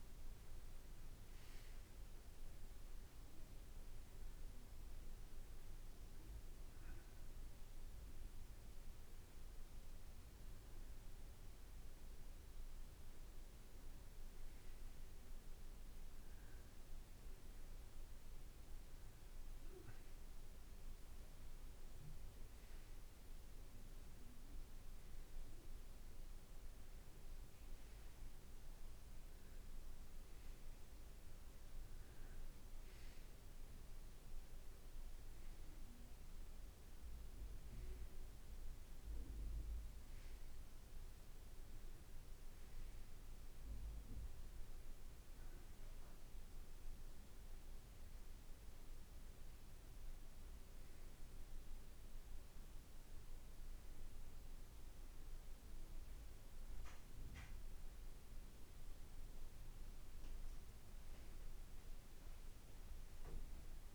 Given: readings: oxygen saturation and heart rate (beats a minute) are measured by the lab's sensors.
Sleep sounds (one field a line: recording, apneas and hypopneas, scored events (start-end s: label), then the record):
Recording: breathing in sleep, hard to hear, by a room microphone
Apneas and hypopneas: none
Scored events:
none scored
From the record:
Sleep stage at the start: N2 (light sleep)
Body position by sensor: on the back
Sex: male